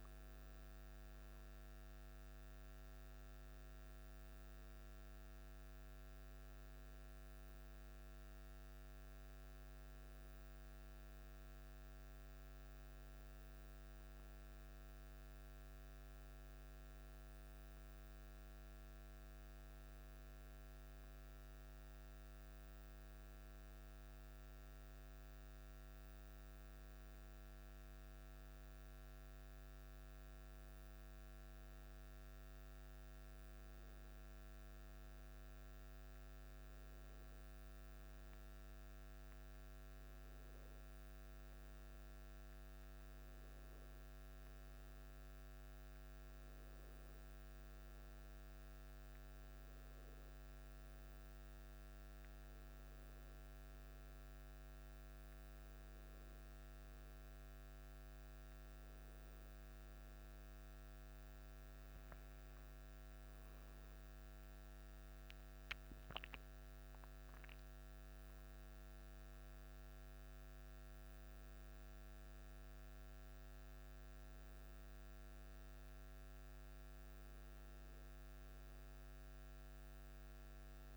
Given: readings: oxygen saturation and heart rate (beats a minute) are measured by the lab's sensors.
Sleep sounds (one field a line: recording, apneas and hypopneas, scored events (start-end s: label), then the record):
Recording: a person partly awake in a sleep study, hard to hear, by a microphone on the trachea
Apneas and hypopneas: none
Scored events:
8.00-80.97 s: new sleep stage, N1 (lightest sleep)
63.50-67.50 s: arousal
From the record:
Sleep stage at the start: awake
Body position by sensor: on the back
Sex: male